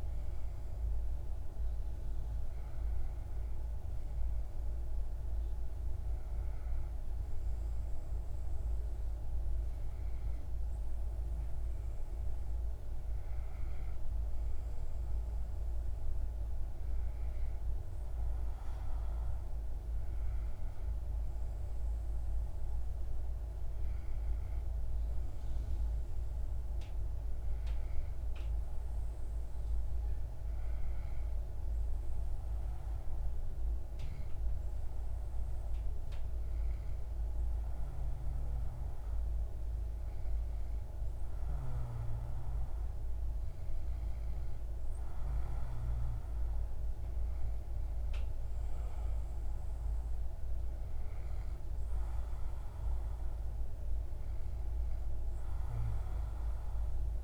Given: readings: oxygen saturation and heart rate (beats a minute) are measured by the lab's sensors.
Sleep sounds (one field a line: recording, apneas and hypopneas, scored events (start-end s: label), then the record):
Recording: breathing in sleep, hard to hear, by a room microphone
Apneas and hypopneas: 1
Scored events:
25.00-43.50 s: hypopnea (oxygen 95% before, 94% lowest)
44.50-49.00 s: arousal
From the record:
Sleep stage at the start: N2 (light sleep)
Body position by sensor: on the back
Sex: male